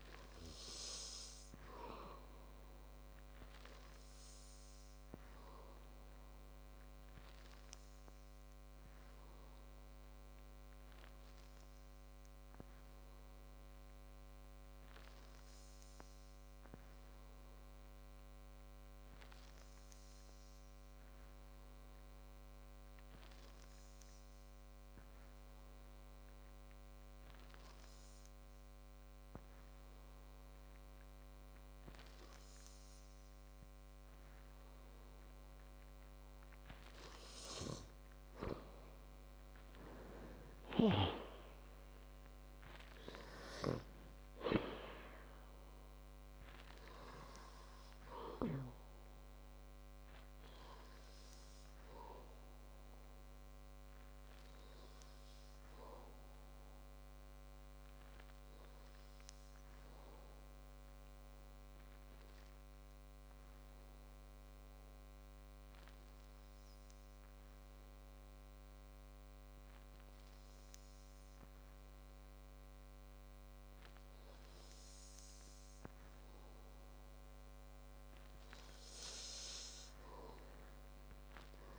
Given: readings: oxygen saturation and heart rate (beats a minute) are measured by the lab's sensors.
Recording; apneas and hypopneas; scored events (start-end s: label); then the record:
breathing in sleep by a microphone on the trachea; 2
9.50-32.50 s: hypopnea (oxygen 99% before, 93% lowest, heart rate 71 before, 50 extreme, up 12 after)
37.50-41.00 s: arousal
62.50-76.00 s: hypopnea (oxygen 97% before, 93% lowest, heart rate 62 before, 52 extreme, up 22 after)
68.50-77.50 s: oxygen desaturation (device-marked, oxygen 97% before, 93% lowest, heart rate 55 before, 52 extreme)
From the record:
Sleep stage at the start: N2 (light sleep); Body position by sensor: on the back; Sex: male